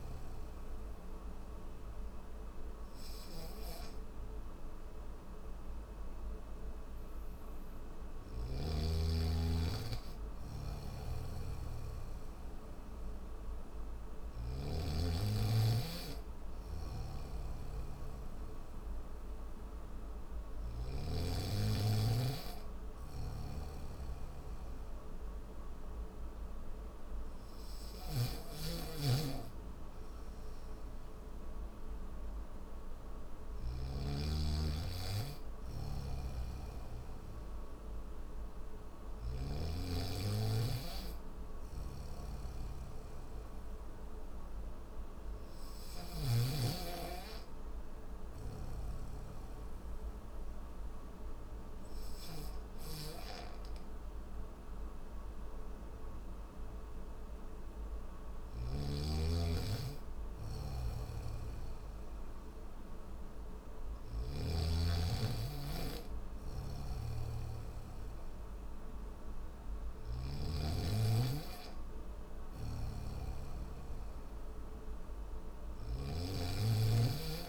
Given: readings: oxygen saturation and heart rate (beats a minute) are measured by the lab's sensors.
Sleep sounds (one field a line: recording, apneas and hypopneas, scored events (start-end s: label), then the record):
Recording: breathing in sleep by a room microphone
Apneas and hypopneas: none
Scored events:
10.00-14.00 s: snoring (device-marked)
16.00-20.50 s: snoring (device-marked)
22.50-33.50 s: snoring (device-marked)
35.50-45.50 s: snoring (device-marked)
58.00-64.00 s: snoring (device-marked)
66.00-70.00 s: snoring (device-marked)
72.00-75.50 s: snoring (device-marked)
74.00-77.49 s: oxygen desaturation (device-marked, oxygen 97% before, 94% lowest, heart rate 70 before, 70 extreme)
From the record:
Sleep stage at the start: N1 (lightest sleep)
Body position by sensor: on the back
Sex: male